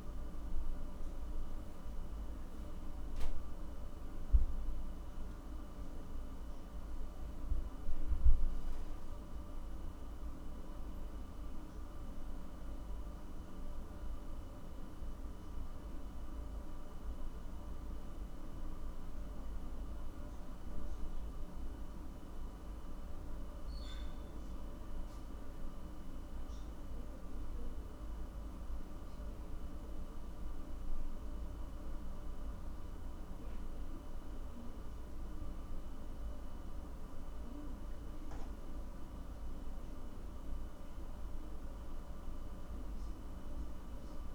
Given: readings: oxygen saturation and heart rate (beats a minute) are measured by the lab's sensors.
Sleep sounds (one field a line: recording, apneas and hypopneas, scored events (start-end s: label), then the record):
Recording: a person awake in a sleep study, hard to hear, by a room microphone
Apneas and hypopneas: none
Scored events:
none scored
From the record:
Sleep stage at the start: awake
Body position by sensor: on the back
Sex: male